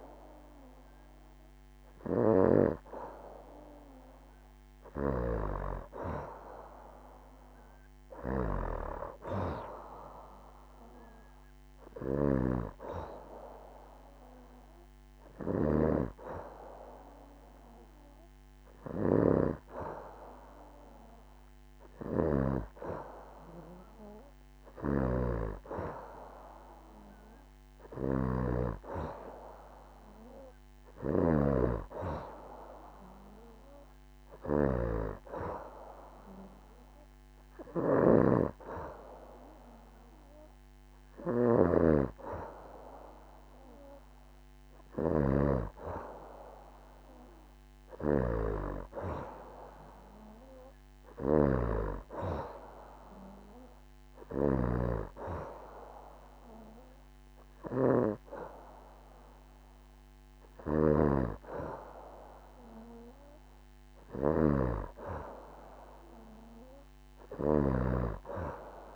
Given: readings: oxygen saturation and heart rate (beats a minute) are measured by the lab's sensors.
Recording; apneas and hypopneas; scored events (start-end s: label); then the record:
breathing in sleep by a microphone on the trachea; none
0.00-22.00 s: snoring (device-marked)
24.00-31.00 s: snoring (device-marked)
37.00-68.96 s: snoring (device-marked)
From the record:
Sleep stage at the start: N2 (light sleep); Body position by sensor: on the back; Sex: female